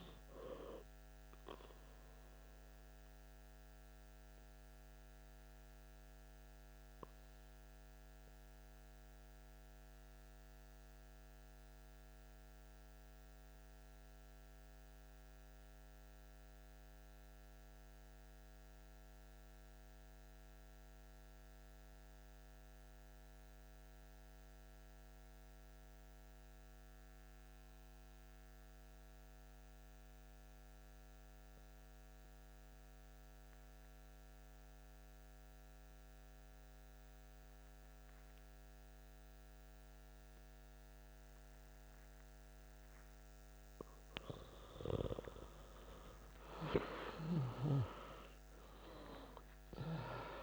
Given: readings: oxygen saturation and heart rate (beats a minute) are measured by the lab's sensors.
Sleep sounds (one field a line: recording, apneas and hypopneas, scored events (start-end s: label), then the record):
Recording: breathing in sleep by a microphone on the trachea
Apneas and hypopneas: 1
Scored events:
0.00-14.50 s: oxygen desaturation (device-marked, oxygen 93% lowest, heart rate 82 extreme)
2.50-43.50 s: obstructive apnea (oxygen 97% before, 90% lowest, heart rate 132 before, 77 extreme, up 20 after)
33.50-50.43 s: oxygen desaturation (device-marked, oxygen 97% before, 90% lowest, heart rate 127 before, 77 extreme)
45.00-50.00 s: arousal
From the record:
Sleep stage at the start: N2 (light sleep)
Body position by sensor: on the back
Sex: male